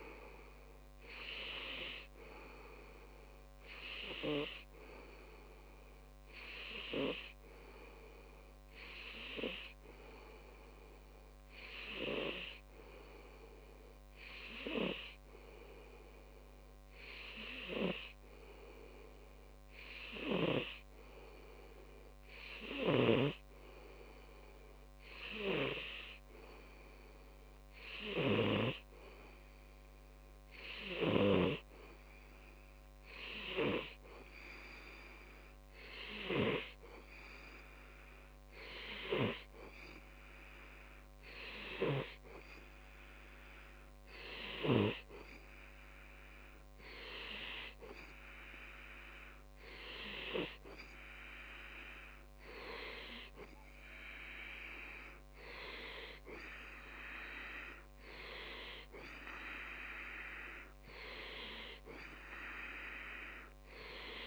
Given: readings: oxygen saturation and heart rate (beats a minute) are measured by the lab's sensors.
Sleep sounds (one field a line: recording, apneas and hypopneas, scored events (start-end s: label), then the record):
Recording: breathing in sleep by a microphone on the trachea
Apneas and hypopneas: 1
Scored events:
4.00-39.50 s: hypopnea (oxygen 98% before, 95% lowest)
42.50-45.50 s: arousal
From the record:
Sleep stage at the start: N2 (light sleep)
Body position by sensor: on the back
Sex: male